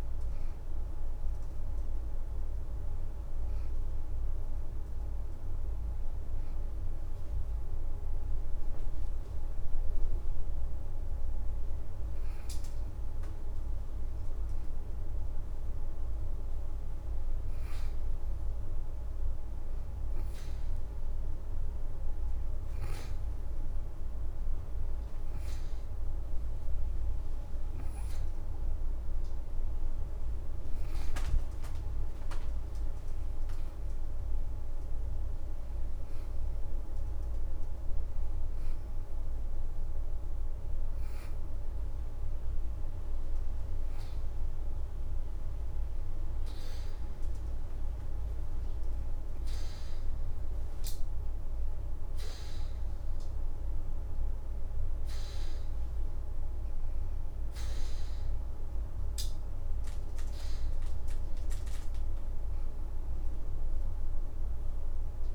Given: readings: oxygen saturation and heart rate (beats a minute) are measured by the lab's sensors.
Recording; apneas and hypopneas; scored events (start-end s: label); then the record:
breathing in sleep, hard to hear, by a room microphone; 2
0.00-15.00 s: oxygen desaturation (device-marked, oxygen 85% lowest, heart rate 77 extreme)
19.50-30.50 s: hypopnea (oxygen 95% before, 89% lowest, heart rate 79 before, 79 extreme, up 3 after)
32.50-36.00 s: arousal
48.00-60.50 s: hypopnea (oxygen 95% before, 88% lowest, heart rate 81 before, 71 extreme, up 2 after)
58.00-65.35 s: oxygen desaturation (device-marked, oxygen 93% before, 89% lowest, heart rate 81 before, 71 extreme)
62.00-65.35 s: arousal
From the record:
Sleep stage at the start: N2 (light sleep); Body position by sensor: on the back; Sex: female